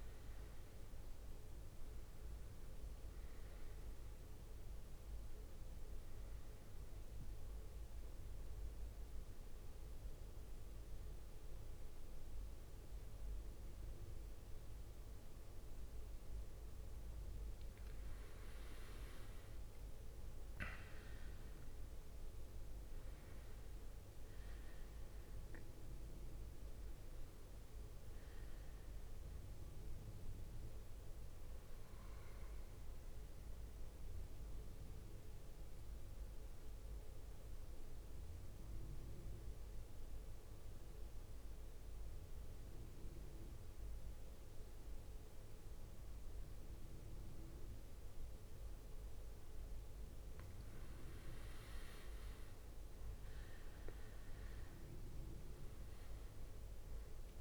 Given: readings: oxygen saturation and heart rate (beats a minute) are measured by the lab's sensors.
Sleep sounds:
breathing in sleep, hard to hear, by a room microphone; 2
0.00-2.50 s: oxygen desaturation (device-marked, oxygen 93% lowest, heart rate 55 extreme)
7.50-18.00 s: central apnea (oxygen 98% before, 94% lowest, heart rate 67 before, 53 extreme, up 16 after)
20.00-25.00 s: arousal
21.50-34.50 s: drop in pulse transit time (device-marked, heart rate 61 before, 59 extreme)
32.00-48.50 s: central apnea (oxygen 98% before, 93% lowest, heart rate 64 before, 53 extreme, up 17 after)
51.00-57.00 s: arousal
52.50-57.41 s: oxygen desaturation (device-marked, oxygen 98% before, 94% lowest, heart rate 56 before, 55 extreme)
From the record:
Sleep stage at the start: N2 (light sleep); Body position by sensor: on the back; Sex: male

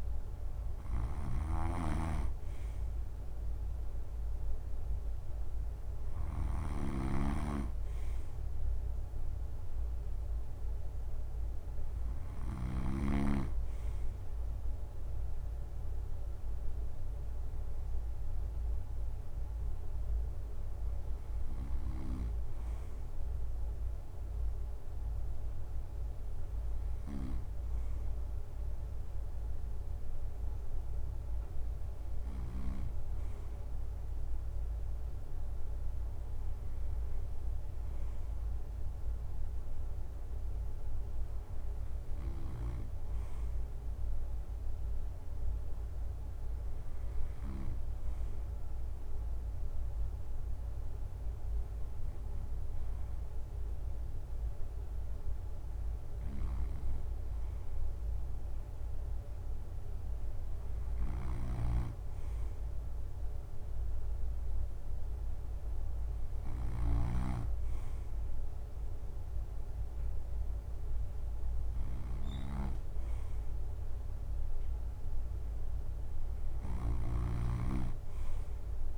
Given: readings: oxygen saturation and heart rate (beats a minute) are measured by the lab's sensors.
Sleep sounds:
breathing in sleep by a room microphone; none
0.00-12.00 s: snoring (device-marked)
55.50-78.97 s: snoring (device-marked)
From the record:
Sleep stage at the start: N2 (light sleep); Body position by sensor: on the right side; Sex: male

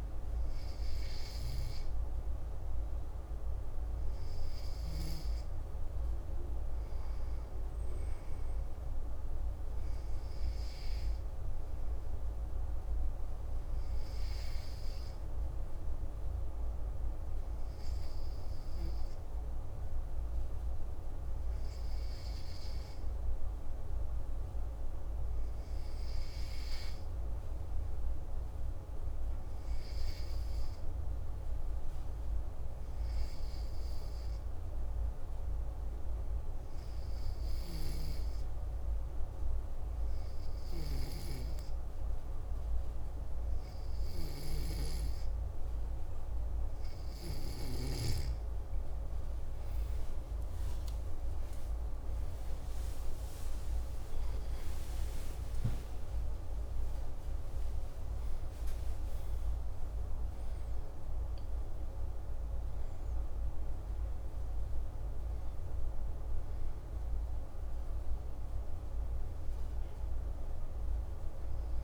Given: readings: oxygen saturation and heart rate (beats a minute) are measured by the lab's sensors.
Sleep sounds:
breathing in sleep, hard to hear, by a room microphone; 1
23.00-27.00 s: arousal
30.00-46.00 s: obstructive apnea (oxygen 96% before, 93% lowest)
50.50-58.00 s: arousal
From the record:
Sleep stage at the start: N2 (light sleep); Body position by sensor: on the back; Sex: male

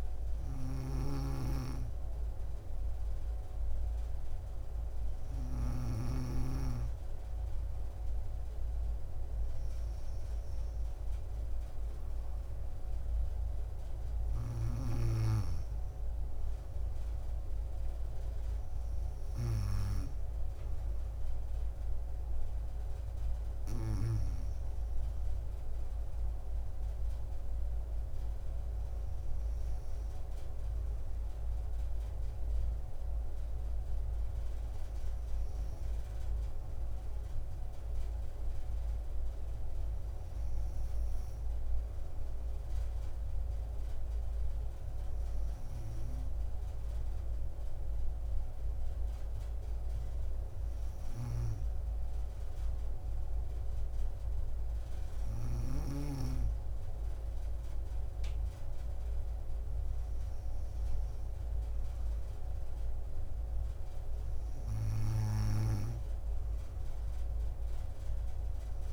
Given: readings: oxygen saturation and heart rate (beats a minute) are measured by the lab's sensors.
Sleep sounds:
breathing in sleep by a room microphone; none
0.00-6.00 s: snoring (device-marked)
60.50-62.00 s: leg movement (device-marked)
From the record:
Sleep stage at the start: N2 (light sleep); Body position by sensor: on the back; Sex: female

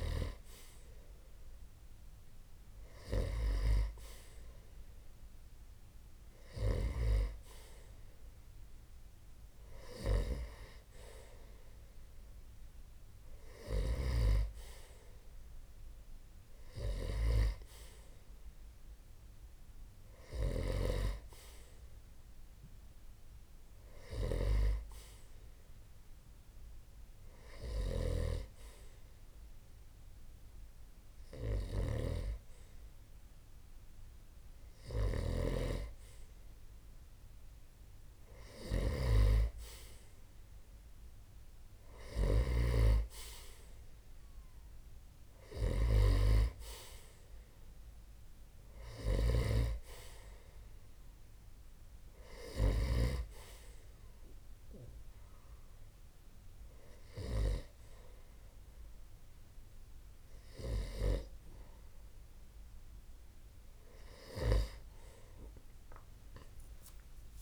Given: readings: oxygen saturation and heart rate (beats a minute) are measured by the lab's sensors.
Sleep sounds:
breathing in sleep by a room microphone; none
27.00-52.50 s: snoring (device-marked)
From the record:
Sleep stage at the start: N2 (light sleep); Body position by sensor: on the right side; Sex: male

